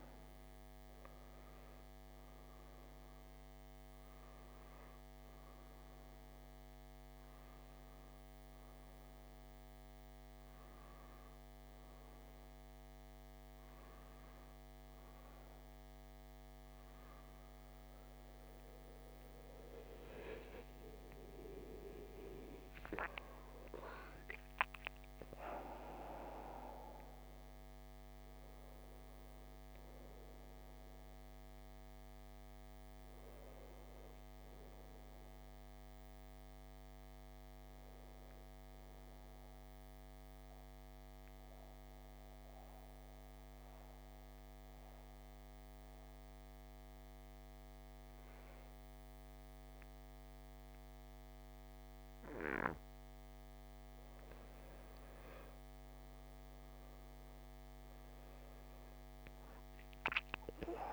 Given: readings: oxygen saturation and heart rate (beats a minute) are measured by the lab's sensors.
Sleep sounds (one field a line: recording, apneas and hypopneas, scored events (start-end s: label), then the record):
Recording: breathing in sleep by a microphone on the trachea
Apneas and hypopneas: 2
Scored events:
0.00-1.50 s: arousal
0.00-17.00 s: oxygen desaturation (device-marked, oxygen 86% lowest, heart rate 56 extreme)
6.50-19.00 s: hypopnea (oxygen 93% before, 86% lowest, heart rate 70 before, 56 extreme, up 48 after)
8.00-38.00 s: new sleep stage, N1 (lightest sleep)
21.50-25.00 s: arousal
38.00-60.93 s: new sleep stage, N2 (light sleep)
38.50-53.50 s: mixed apnea (oxygen 96% before, 87% lowest, heart rate 78 before, 56 extreme, up 12 after)
56.00-60.50 s: arousal
59.00-60.93 s: oxygen desaturation (device-marked, oxygen 98% before, 87% lowest, heart rate 58 before, 60 extreme)
From the record:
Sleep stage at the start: N2 (light sleep)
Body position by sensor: on the back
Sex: male